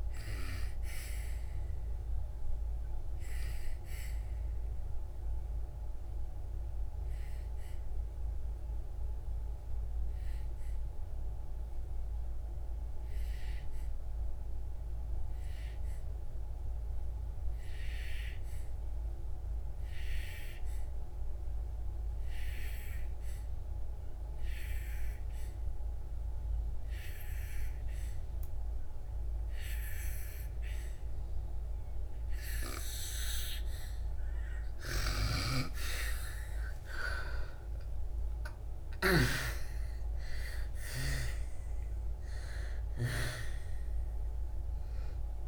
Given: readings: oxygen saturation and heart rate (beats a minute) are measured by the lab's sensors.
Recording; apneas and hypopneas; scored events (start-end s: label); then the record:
breathing in sleep by a room microphone; 1
0.00-21.00 s: oxygen desaturation (device-marked, oxygen 79% lowest, heart rate 59 extreme)
5.00-34.50 s: obstructive apnea (oxygen 98% before, 78% lowest, heart rate 70 before, 59 extreme, up 39 after)
25.00-45.48 s: oxygen desaturation (device-marked, oxygen 98% before, 78% lowest, heart rate 72 before, 61 extreme)
36.50-40.00 s: arousal
From the record:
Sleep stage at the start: N2 (light sleep); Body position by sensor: on the back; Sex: female